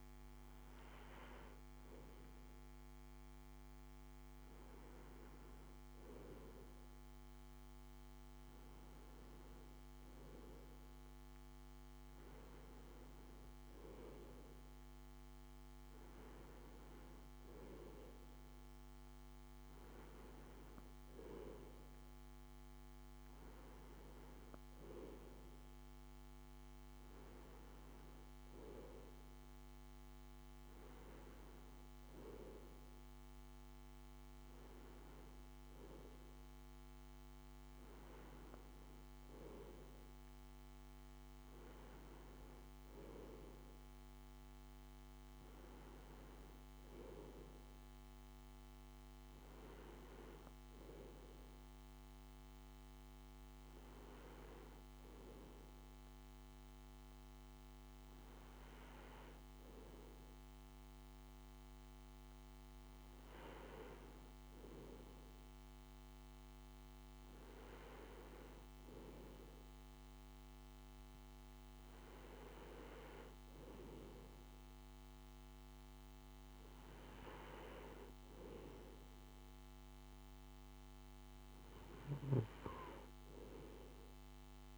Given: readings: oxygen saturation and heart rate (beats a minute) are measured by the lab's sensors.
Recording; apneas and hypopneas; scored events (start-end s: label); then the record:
breathing in sleep by a microphone on the trachea; none
none scored
From the record:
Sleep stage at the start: N2 (light sleep); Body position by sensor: on the right side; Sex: male